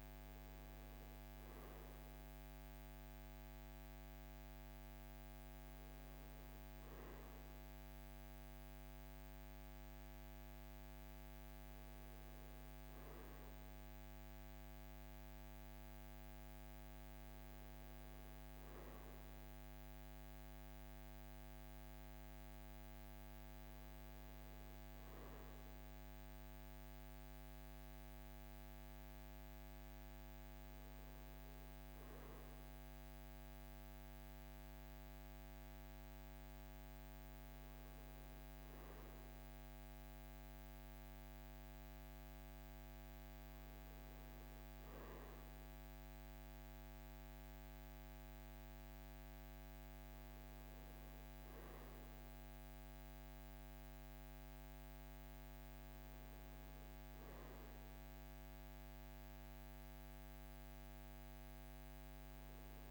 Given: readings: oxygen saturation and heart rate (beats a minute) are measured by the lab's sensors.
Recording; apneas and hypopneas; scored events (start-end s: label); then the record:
breathing in sleep, hard to hear, by a microphone on the trachea; none
none scored
From the record:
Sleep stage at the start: N2 (light sleep); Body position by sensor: on the right side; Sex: male